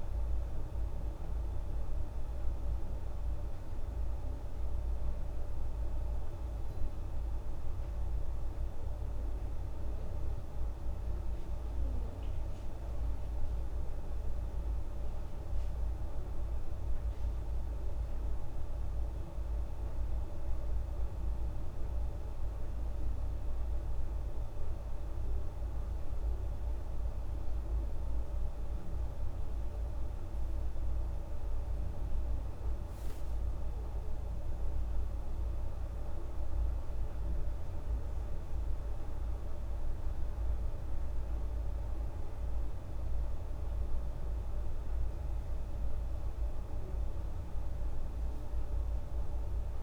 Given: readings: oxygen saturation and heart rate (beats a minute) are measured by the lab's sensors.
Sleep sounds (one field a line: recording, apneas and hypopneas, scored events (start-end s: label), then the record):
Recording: breathing in sleep, hard to hear, by a room microphone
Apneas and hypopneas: none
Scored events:
none scored
From the record:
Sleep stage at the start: N2 (light sleep)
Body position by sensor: on the back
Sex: female